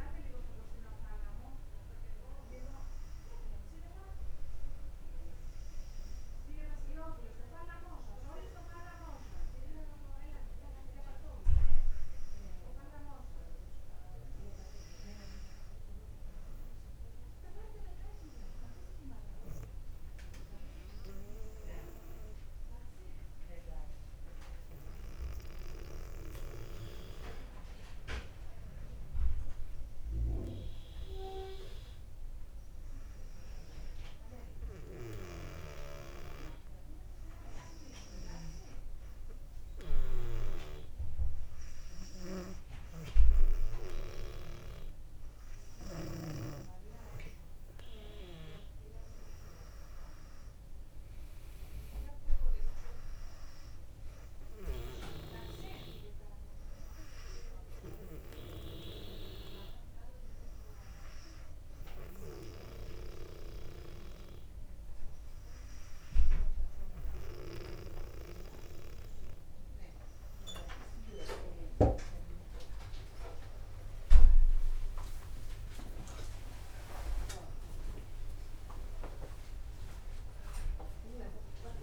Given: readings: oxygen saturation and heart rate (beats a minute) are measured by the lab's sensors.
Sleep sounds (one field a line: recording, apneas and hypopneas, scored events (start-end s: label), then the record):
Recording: breathing in sleep by a room microphone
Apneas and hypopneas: 2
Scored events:
24.50-81.83 s: new sleep stage, N2 (light sleep)
31.00-45.50 s: hypopnea (oxygen 98% before, 96% lowest, heart rate 60 before, 60 extreme, up 1 after)
42.00-46.50 s: snoring (device-marked)
49.00-53.00 s: arousal
58.00-69.50 s: hypopnea (oxygen 97% before, 96% lowest, heart rate 62 before, 60 extreme, up 1 after)
72.50-77.00 s: arousal
From the record:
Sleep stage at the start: N1 (lightest sleep)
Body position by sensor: on the back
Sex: female